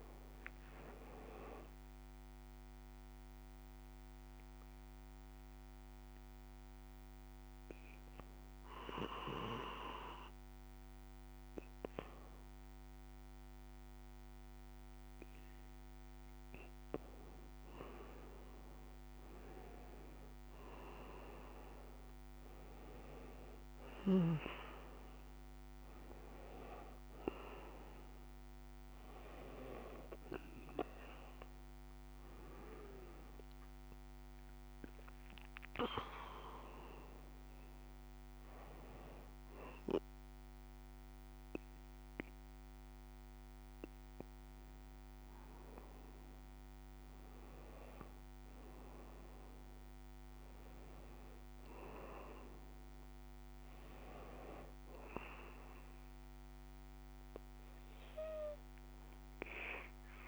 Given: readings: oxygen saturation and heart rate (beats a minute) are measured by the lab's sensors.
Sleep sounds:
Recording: breathing in sleep by a microphone on the trachea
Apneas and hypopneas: none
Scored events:
none scored
From the record:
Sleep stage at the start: N2 (light sleep)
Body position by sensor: on the right side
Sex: female

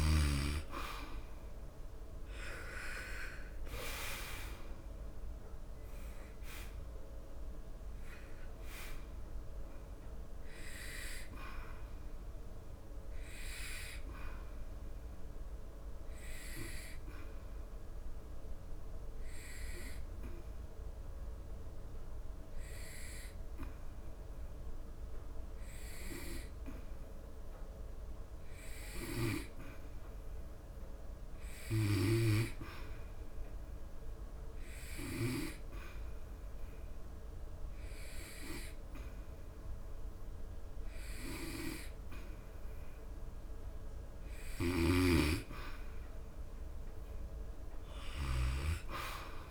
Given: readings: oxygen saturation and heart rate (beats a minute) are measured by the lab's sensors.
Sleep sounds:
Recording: breathing in sleep by a room microphone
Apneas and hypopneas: 1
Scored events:
16.50-44.50 s: hypopnea (oxygen 93% before, 90% lowest, heart rate 79 before, 68 extreme, up 10 after)
40.50-49.50 s: oxygen desaturation (device-marked, oxygen 99% before, 90% lowest, heart rate 74 before, 68 extreme)
46.50-49.50 s: arousal
From the record:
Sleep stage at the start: N2 (light sleep)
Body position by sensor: on the back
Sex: male

